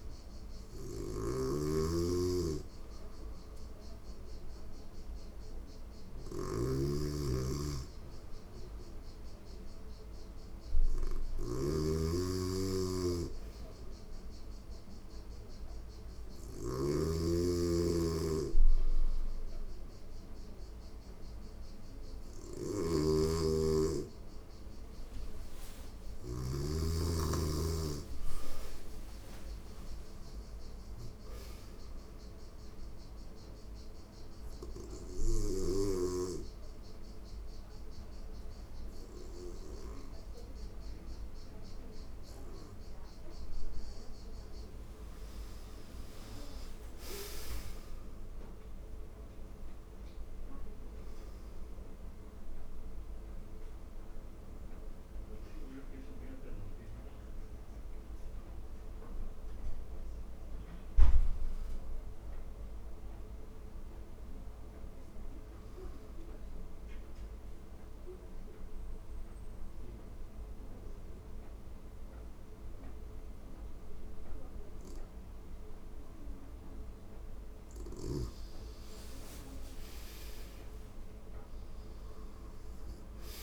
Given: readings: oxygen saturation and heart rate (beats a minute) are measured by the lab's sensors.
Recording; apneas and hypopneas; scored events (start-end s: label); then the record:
breathing in sleep by a room microphone; 2
0.50-26.00 s: snoring (device-marked)
8.50-20.50 s: oxygen desaturation (device-marked, oxygen 93% before, 90% lowest, heart rate 91 before, 88 extreme)
25.00-29.00 s: arousal
32.00-43.00 s: obstructive apnea (oxygen 95% before, 90% lowest, heart rate 90 before, 87 extreme, up 2 after)
39.50-69.50 s: new sleep stage, REM sleep
44.50-49.00 s: arousal
63.50-69.50 s: oxygen desaturation (device-marked, oxygen 94% before, 90% lowest, heart rate 89 before, 88 extreme)
65.50-76.00 s: obstructive apnea (oxygen 95% before, 89% lowest, heart rate 89 before, 87 extreme, up 2 after)
69.50-83.42 s: new sleep stage, N2 (light sleep)
77.50-81.00 s: arousal
From the record:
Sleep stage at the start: N2 (light sleep); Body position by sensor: on the back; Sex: female